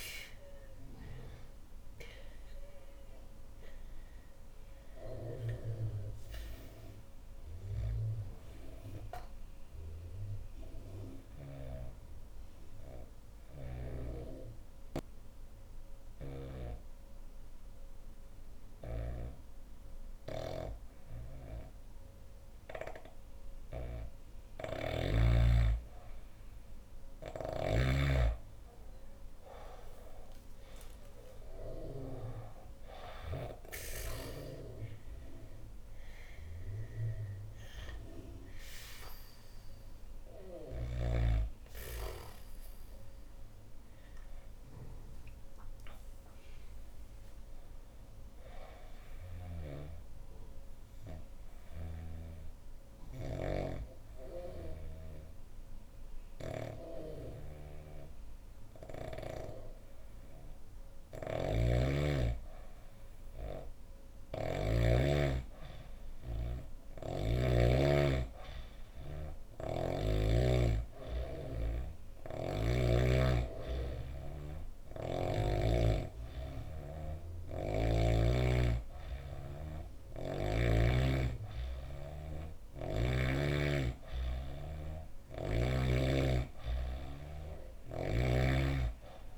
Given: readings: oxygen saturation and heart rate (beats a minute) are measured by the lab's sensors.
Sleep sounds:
breathing in sleep by a room microphone; 2
0.00-15.00 s: oxygen desaturation (device-marked, oxygen 93% lowest, heart rate 64 extreme)
4.50-23.50 s: obstructive apnea (oxygen 97% before, 91% lowest, heart rate 66 before, 64 extreme, up 8 after)
24.00-33.00 s: snoring (device-marked)
25.00-28.00 s: arousal
26.00-46.00 s: oxygen desaturation (device-marked, oxygen 98% before, 91% lowest, heart rate 67 before, 63 extreme)
46.00-49.00 s: arousal
50.00-61.00 s: obstructive apnea (oxygen 98% before, 92% lowest, heart rate 71 before, 63 extreme, up 4 after)
51.00-54.50 s: snoring (device-marked)
60.50-67.00 s: snoring (device-marked)
62.50-66.50 s: arousal
65.00-80.00 s: oxygen desaturation (device-marked, oxygen 97% before, 92% lowest, heart rate 67 before, 65 extreme)
71.50-75.00 s: snoring (device-marked)
84.50-88.00 s: snoring (device-marked)
From the record:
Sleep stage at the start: N2 (light sleep); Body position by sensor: on the back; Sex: female

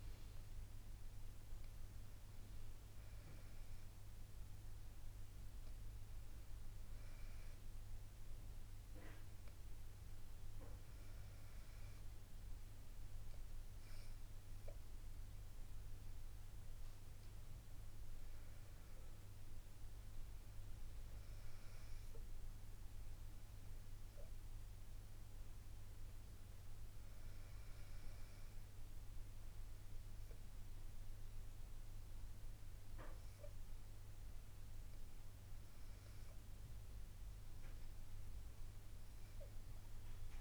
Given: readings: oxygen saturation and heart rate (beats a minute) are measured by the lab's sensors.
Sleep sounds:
breathing in sleep, hard to hear, by a room microphone; none
none scored
From the record:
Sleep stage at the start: N2 (light sleep); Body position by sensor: on the back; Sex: female

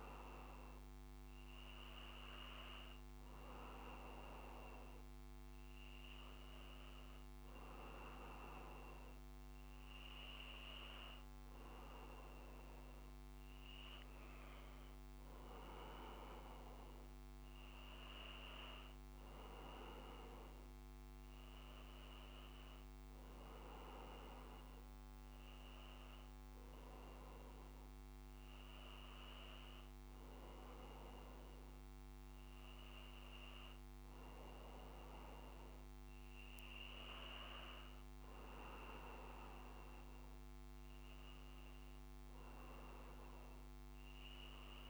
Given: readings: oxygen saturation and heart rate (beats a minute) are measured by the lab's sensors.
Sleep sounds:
breathing in sleep by a microphone on the trachea; none
none scored
From the record:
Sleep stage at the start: N2 (light sleep); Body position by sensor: on the back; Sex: male

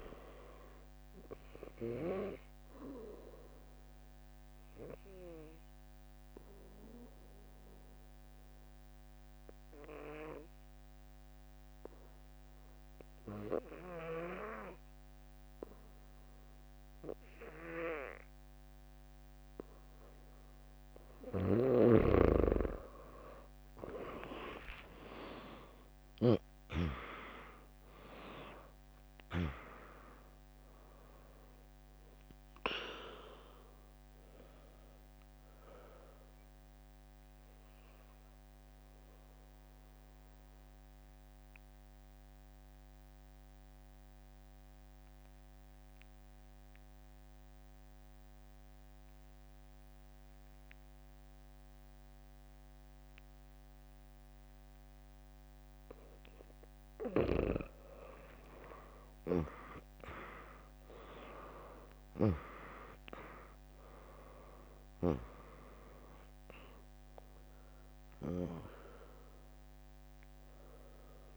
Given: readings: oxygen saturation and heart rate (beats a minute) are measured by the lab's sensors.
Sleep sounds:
breathing in sleep by a microphone on the trachea; 2
0.50-21.50 s: obstructive apnea (oxygen 100% before, 95% lowest, heart rate 68 before, 59 extreme, up 2 after)
7.00-17.00 s: drop in pulse transit time (device-marked, heart rate 62 before, 69 extreme)
19.00-21.00 s: bradycardia (device-marked, heart rate 74 before, 66 extreme)
24.00-29.00 s: arousal
28.00-41.00 s: drop in pulse transit time (device-marked, heart rate 72 before, 64 extreme)
31.00-46.00 s: oxygen desaturation (device-marked, oxygen 99% before, 95% lowest, heart rate 70 before, 58 extreme)
35.00-57.00 s: mixed apnea (oxygen 99% before, 95% lowest, heart rate 69 before, 58 extreme, up 1 after)
58.50-63.00 s: arousal
62.00-71.37 s: drop in pulse transit time (device-marked, heart rate 72 before, 62 extreme)
63.00-71.37 s: oxygen desaturation (device-marked, oxygen 100% before, 96% lowest, heart rate 71 before, 58 extreme)
From the record:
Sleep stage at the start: N2 (light sleep); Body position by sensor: on the back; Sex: female

